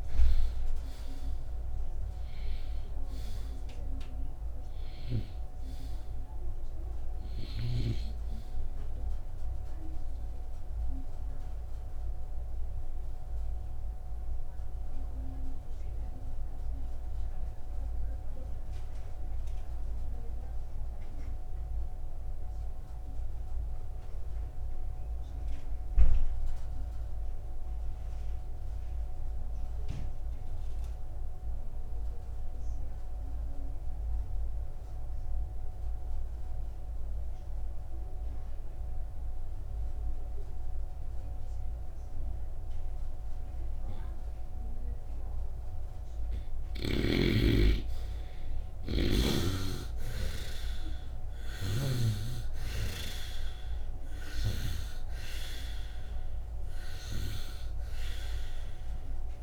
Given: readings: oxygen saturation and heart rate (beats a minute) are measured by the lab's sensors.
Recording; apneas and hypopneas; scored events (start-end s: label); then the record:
breathing in sleep by a room microphone; 1
0.00-25.50 s: oxygen desaturation (device-marked, oxygen 74% lowest, heart rate 54 extreme)
11.50-46.00 s: obstructive apnea (oxygen 95% before, 71% lowest, heart rate 68 before, 54 extreme, up 6 after)
39.50-59.43 s: oxygen desaturation (device-marked, oxygen 96% before, 71% lowest, heart rate 65 before, 54 extreme)
47.00-52.00 s: snoring (device-marked)
47.50-52.00 s: arousal
From the record:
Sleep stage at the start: N2 (light sleep); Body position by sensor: upright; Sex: male